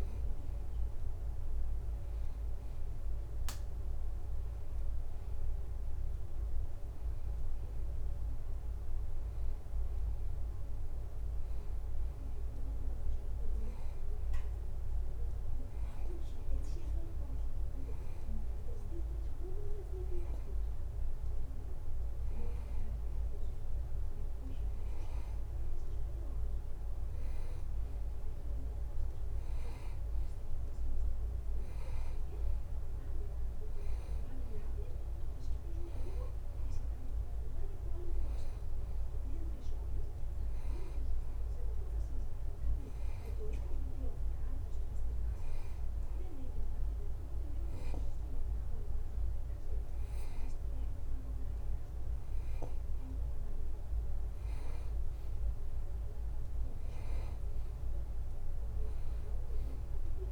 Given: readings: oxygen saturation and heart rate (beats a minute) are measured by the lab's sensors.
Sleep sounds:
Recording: breathing in sleep by a room microphone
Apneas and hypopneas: 2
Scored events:
6.00-9.50 s: arousal
13.00-23.00 s: hypopnea (oxygen 93% before, 90% lowest, heart rate 83 before, 82 extreme, up 0 after)
31.50-35.50 s: arousal
42.00-52.00 s: hypopnea (oxygen 93% before, 90% lowest, heart rate 82 before, 83 extreme, up 0 after)
56.50-60.32 s: arousal
From the record:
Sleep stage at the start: N2 (light sleep)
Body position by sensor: on the back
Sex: male

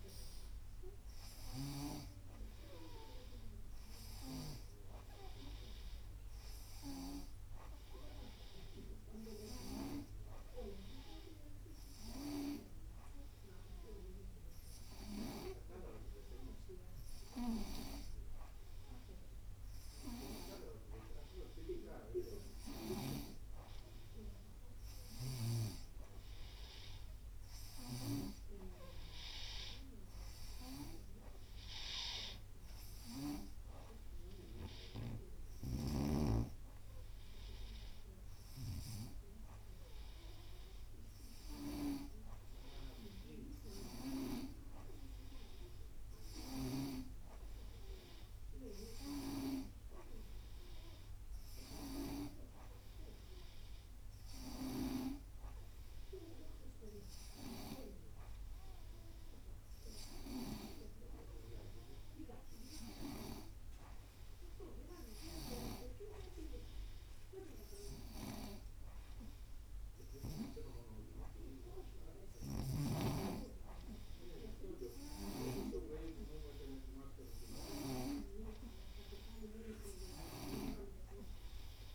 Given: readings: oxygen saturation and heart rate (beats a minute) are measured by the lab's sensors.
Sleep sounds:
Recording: breathing in sleep by a room microphone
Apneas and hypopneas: none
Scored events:
6.00-18.00 s: oxygen desaturation (device-marked, oxygen 94% before, 89% lowest, heart rate 91 before, 90 extreme)
26.00-43.00 s: oxygen desaturation (device-marked, oxygen 94% before, 91% lowest, heart rate 91 before, 90 extreme)
From the record:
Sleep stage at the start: N2 (light sleep)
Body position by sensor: on the right side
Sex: female

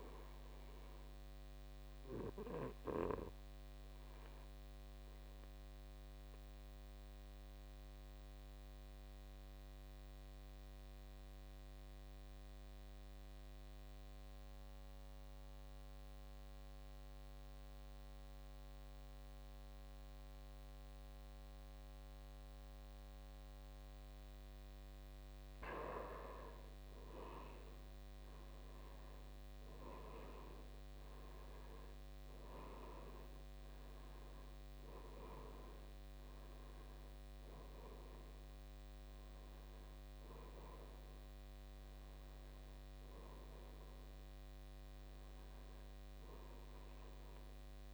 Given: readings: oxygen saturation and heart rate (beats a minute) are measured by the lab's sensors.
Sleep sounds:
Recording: breathing in sleep by a microphone on the trachea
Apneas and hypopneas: 1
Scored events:
0.00-11.00 s: oxygen desaturation (device-marked, oxygen 78% lowest, heart rate 53 extreme)
2.00-25.00 s: obstructive apnea (oxygen 96% before, 78% lowest, heart rate 68 before, 53 extreme, up 14 after)
27.00-31.50 s: arousal
31.00-47.94 s: oxygen desaturation (device-marked, oxygen 98% before, 85% lowest, heart rate 57 before, 54 extreme)
From the record:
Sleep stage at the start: N2 (light sleep)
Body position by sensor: on the back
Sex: male

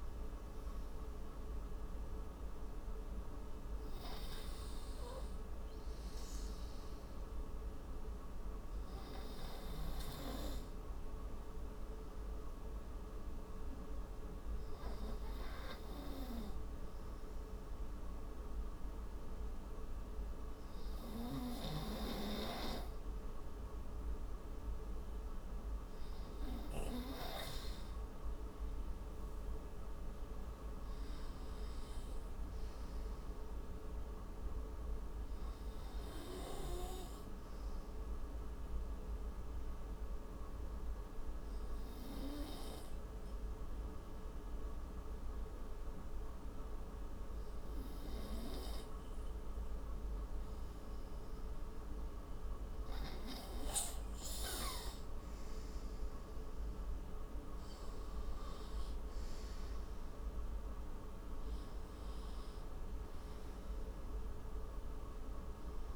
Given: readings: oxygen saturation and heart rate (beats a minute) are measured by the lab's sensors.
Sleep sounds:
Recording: breathing in sleep by a room microphone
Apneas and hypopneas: 1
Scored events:
28.00-31.50 s: arousal
35.00-54.50 s: obstructive apnea (oxygen 97% before, 93% lowest)
56.50-62.50 s: arousal
From the record:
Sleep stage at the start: N2 (light sleep)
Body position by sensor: on the right side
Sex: male

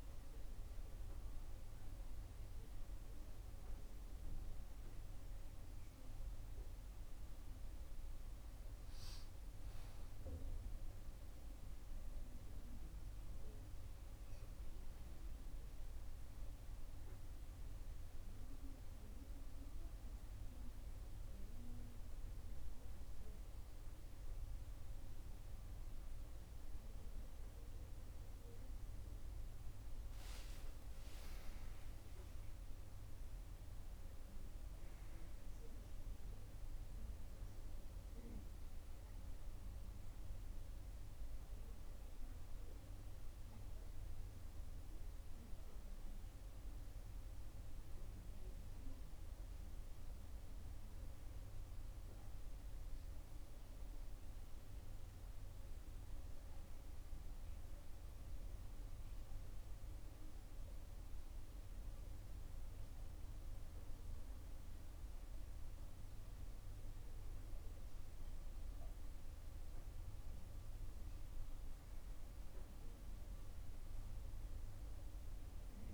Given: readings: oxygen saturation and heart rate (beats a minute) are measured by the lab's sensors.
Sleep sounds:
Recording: a person awake in a sleep study, hard to hear, by a room microphone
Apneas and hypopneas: none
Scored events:
none scored
From the record:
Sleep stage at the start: awake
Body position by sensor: on the right side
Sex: female

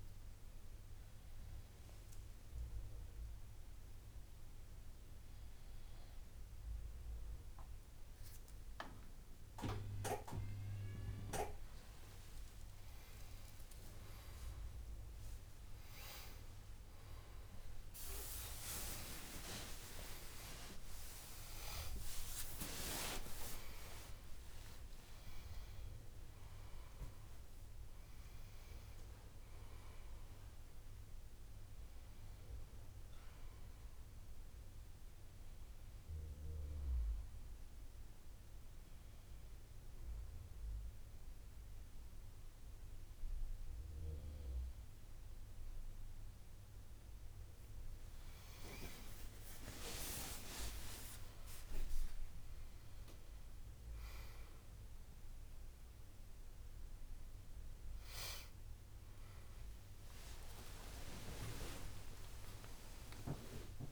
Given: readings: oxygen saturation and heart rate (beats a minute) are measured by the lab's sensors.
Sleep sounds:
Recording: a person awake in a sleep study, by a room microphone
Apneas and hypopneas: 1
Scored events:
37.00-47.50 s: hypopnea (oxygen 99% before, 95% lowest, heart rate 95 before, 72 extreme, up 7 after)
From the record:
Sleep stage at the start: awake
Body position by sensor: on the back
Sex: male

